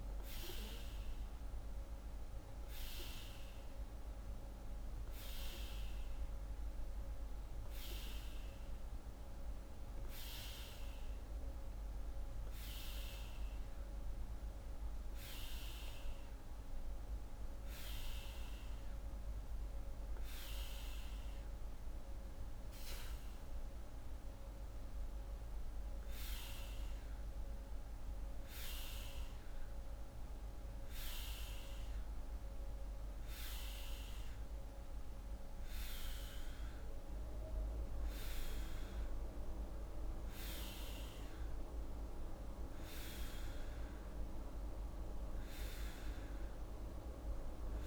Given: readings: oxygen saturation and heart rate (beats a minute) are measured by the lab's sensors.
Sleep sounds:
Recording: breathing in sleep by a room microphone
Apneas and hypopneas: none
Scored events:
none scored
From the record:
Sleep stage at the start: N2 (light sleep)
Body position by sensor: on the back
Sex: female

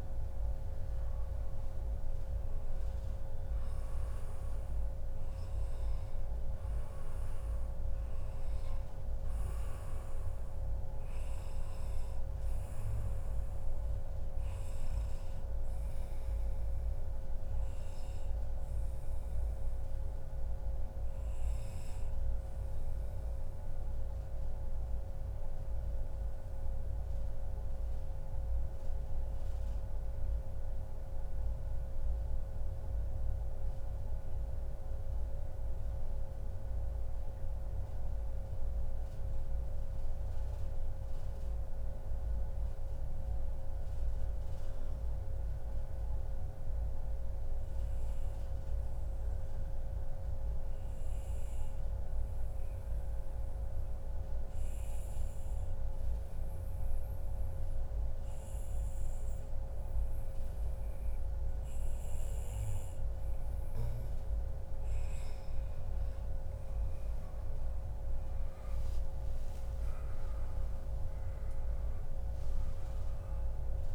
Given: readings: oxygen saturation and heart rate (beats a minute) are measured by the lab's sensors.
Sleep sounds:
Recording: breathing in sleep, hard to hear, by a room microphone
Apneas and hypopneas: 1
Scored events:
0.00-4.00 s: arousal
5.00-15.00 s: oxygen desaturation (device-marked, oxygen 96% before, 92% lowest, heart rate 113 before, 142 extreme)
27.50-62.50 s: mixed apnea (oxygen 96% before, 92% lowest, heart rate 143 before, 87 extreme, up 56 after)
51.00-53.00 s: long interval between heartbeats (device-marked, heart rate 144 before, 106 extreme)
53.00-55.00 s: long interval between heartbeats (device-marked, heart rate 142 before, 95 extreme)
63.00-72.00 s: oxygen desaturation (device-marked, oxygen 97% before, 94% lowest, heart rate 127 before, 102 extreme)
65.00-69.00 s: arousal
From the record:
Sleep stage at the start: N2 (light sleep)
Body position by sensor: on the back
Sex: male

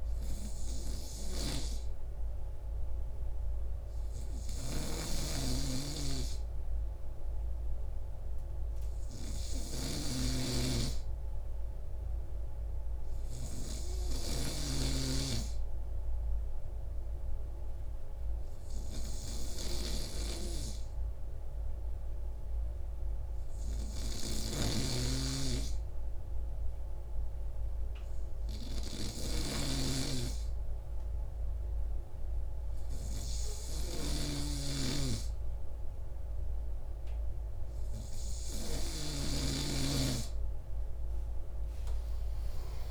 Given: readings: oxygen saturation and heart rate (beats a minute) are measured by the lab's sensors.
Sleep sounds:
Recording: breathing in sleep by a room microphone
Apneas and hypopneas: none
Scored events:
32.50-42.91 s: new sleep stage, N2 (light sleep)
41.50-42.91 s: arousal
From the record:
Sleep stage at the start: N3 (deep sleep)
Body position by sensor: on the right side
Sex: male

